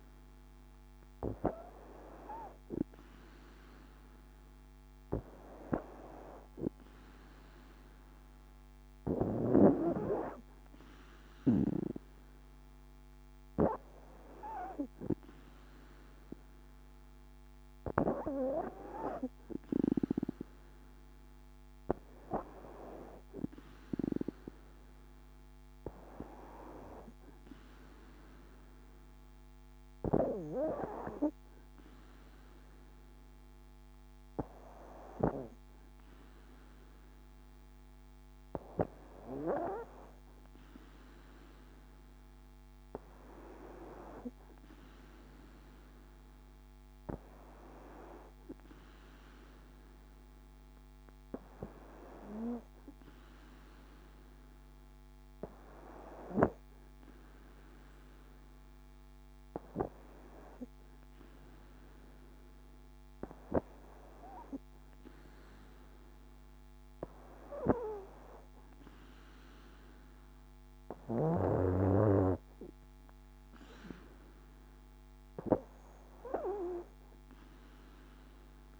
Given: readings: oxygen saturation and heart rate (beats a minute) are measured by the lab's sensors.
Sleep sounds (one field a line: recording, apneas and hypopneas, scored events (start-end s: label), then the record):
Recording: breathing in sleep by a microphone on the trachea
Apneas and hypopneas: none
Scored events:
none scored
From the record:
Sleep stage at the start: N2 (light sleep)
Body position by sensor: on the back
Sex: female